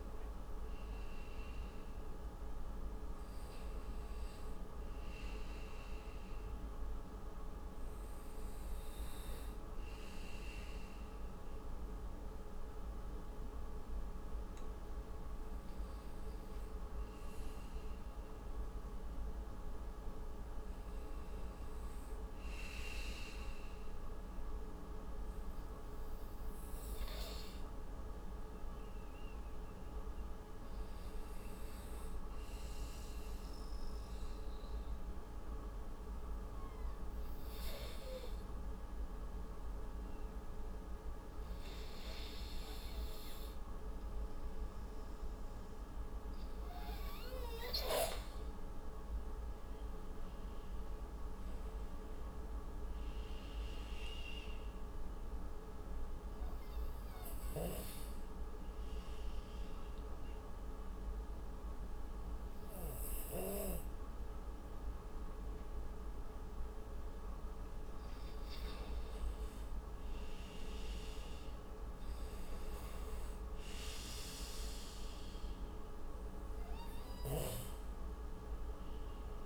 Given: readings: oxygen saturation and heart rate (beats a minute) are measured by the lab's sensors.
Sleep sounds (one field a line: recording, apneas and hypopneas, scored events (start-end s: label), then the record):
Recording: breathing in sleep, hard to hear, by a room microphone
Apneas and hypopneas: 2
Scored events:
5.50-16.50 s: hypopnea (oxygen 95% before, 92% lowest)
21.00-24.00 s: arousal
51.00-54.00 s: arousal
57.00-68.00 s: obstructive apnea (oxygen 94% before, 90% lowest, heart rate 71 before, 48 extreme, up 17 after)
70.00-73.00 s: arousal
77.00-79.46 s: oxygen desaturation (device-marked, oxygen 95% before, 90% lowest, heart rate 68 before, 57 extreme)
From the record:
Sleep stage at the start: N2 (light sleep)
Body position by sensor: on the right side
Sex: male